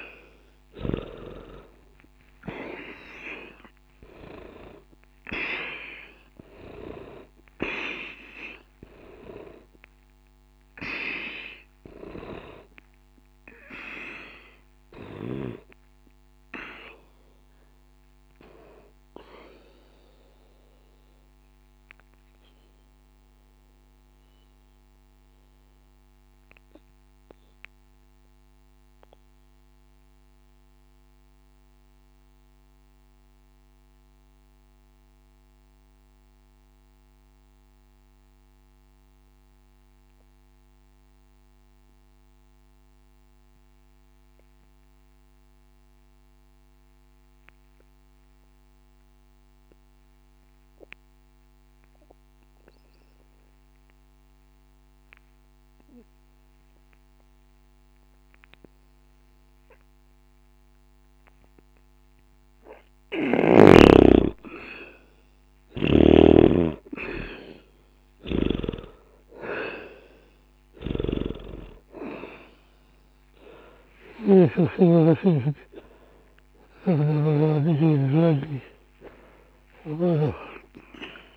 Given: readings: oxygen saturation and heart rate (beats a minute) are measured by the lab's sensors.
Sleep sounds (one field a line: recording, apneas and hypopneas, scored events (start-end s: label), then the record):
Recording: breathing in sleep by a microphone on the trachea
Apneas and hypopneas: 1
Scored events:
0.00-1.50 s: arousal
0.00-38.00 s: oxygen desaturation (device-marked, oxygen 73% lowest, heart rate 59 extreme)
22.50-63.00 s: mixed apnea (oxygen 95% before, 73% lowest, heart rate 60 before, 60 extreme, up 0 after)
54.00-81.37 s: oxygen desaturation (device-marked, oxygen 99% before, 85% lowest, heart rate 60 before, 60 extreme)
71.00-76.50 s: arousal
76.50-80.50 s: snoring (device-marked)
From the record:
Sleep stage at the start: N2 (light sleep)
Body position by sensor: on the back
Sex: male